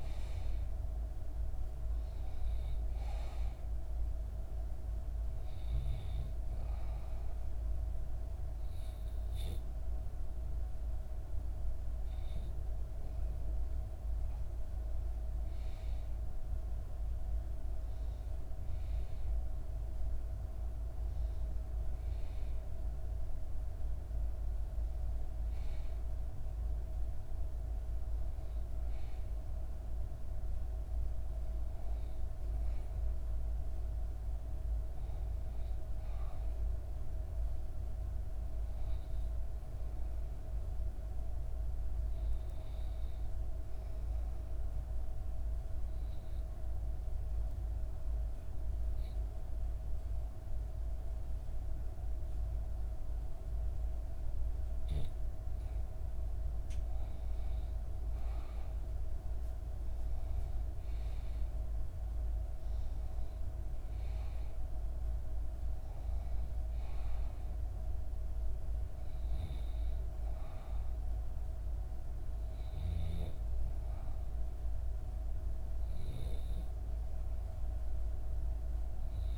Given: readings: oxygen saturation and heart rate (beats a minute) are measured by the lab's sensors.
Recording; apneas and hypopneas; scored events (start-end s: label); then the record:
breathing in sleep, hard to hear, by a room microphone; 2
0.00-16.50 s: oxygen desaturation (device-marked, oxygen 90% lowest, heart rate 60 extreme)
4.00-14.00 s: hypopnea (oxygen 97% before, 90% lowest, heart rate 61 before, 62 extreme, up 5 after)
16.00-21.00 s: arousal
44.50-55.50 s: obstructive apnea (oxygen 97% before, 94% lowest, heart rate 63 before, 62 extreme, up 4 after)
56.50-61.50 s: arousal
From the record:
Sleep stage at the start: REM sleep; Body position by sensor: on the back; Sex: female